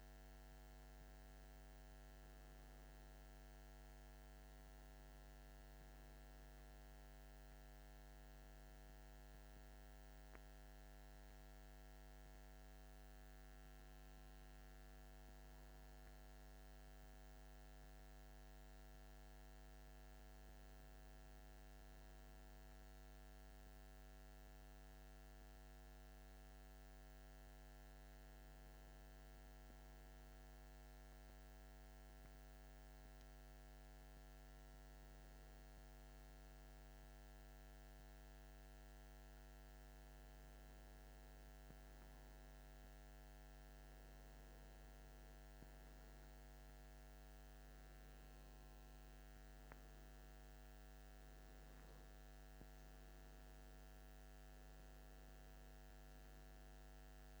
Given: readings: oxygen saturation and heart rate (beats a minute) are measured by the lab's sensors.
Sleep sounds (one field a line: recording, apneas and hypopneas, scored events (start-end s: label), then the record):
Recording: breathing in sleep, hard to hear, by a microphone on the trachea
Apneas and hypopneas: 1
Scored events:
22.50-39.50 s: hypopnea (oxygen 97% before, 93% lowest, heart rate 36 before, 35 extreme, up 9 after)
41.00-45.00 s: arousal
From the record:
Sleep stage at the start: N1 (lightest sleep)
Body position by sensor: on the back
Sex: male